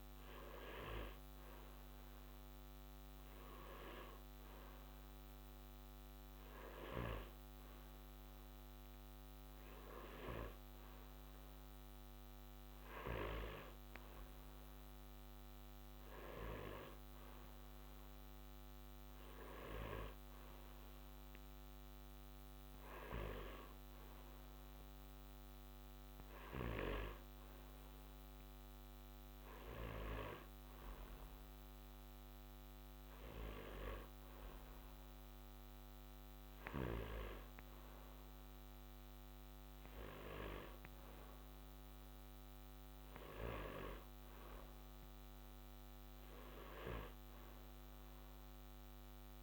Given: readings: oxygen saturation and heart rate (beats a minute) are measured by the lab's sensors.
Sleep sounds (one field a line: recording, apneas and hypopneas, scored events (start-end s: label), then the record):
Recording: breathing in sleep by a microphone on the trachea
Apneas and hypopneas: none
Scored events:
10.00-15.00 s: arousal
From the record:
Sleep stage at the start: N1 (lightest sleep)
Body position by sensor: on the back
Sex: male